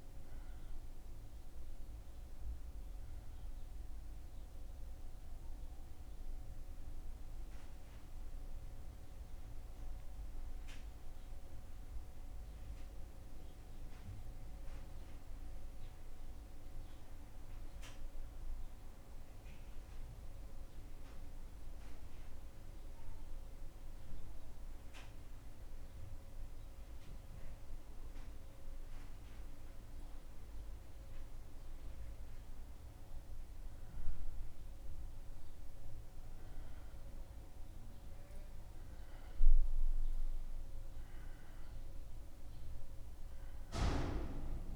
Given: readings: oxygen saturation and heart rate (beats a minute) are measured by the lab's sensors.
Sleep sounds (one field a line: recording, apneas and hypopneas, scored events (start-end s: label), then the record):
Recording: breathing in sleep, hard to hear, by a room microphone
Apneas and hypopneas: 1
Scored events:
6.00-31.50 s: mixed apnea (oxygen 97% before, 94% lowest, heart rate 77 before, 73 extreme, up 3 after)
34.00-39.00 s: arousal
From the record:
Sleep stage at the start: N2 (light sleep)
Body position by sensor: on the back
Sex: male